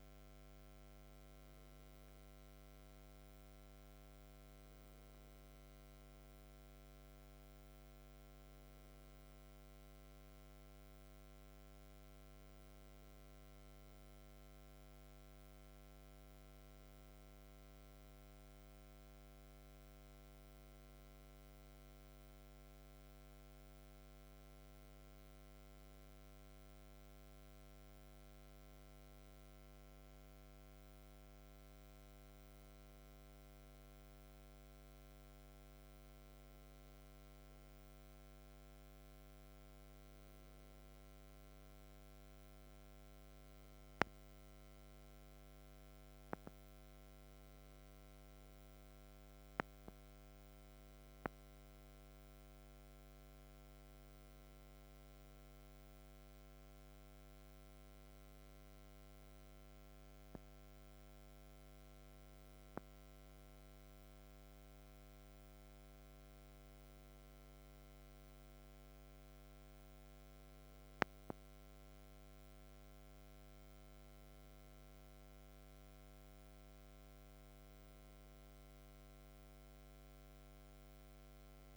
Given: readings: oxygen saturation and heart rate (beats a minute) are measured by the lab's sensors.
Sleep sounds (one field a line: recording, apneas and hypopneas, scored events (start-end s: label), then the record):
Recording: breathing in sleep, hard to hear, by a microphone on the trachea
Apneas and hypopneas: none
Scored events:
43.00-47.00 s: arousal
From the record:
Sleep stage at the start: N2 (light sleep)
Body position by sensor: on the back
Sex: male